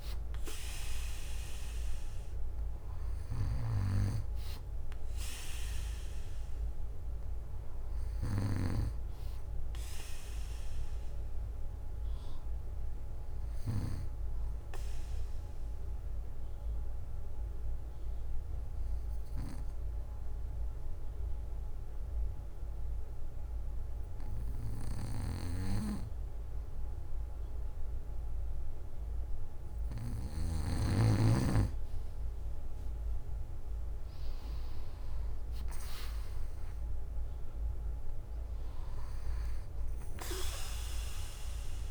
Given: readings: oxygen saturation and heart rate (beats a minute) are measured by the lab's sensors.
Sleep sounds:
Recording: breathing in sleep by a room microphone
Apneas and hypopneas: 1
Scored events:
2.50-5.50 s: bradycardia (device-marked, heart rate 59 before, 60 extreme)
6.50-9.50 s: bradycardia (device-marked, heart rate 59 before, 59 extreme)
10.50-29.50 s: bradycardia (device-marked, heart rate 59 before, 54 extreme)
15.50-31.00 s: obstructive apnea (oxygen 97% before, 95% lowest, heart rate 60 before, 54 extreme, up 8 after)
31.50-33.50 s: bradycardia (device-marked, heart rate 59 before, 57 extreme)
34.00-37.00 s: arousal
From the record:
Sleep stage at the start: N2 (light sleep)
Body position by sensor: on the back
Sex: male

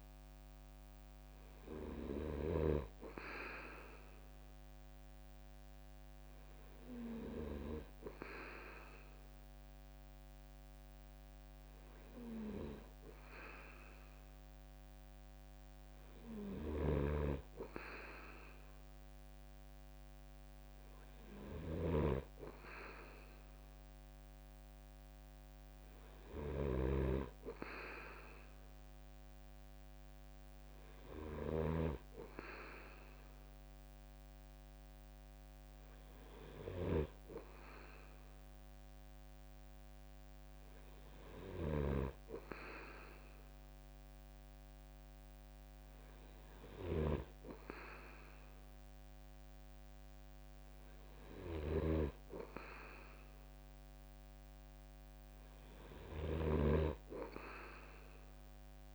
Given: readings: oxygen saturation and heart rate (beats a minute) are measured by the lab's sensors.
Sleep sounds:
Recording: breathing in sleep by a microphone on the trachea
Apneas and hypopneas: none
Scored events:
16.50-31.50 s: snoring (device-marked)
41.00-58.95 s: snoring (device-marked)
From the record:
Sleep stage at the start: N2 (light sleep)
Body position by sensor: on the right side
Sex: male

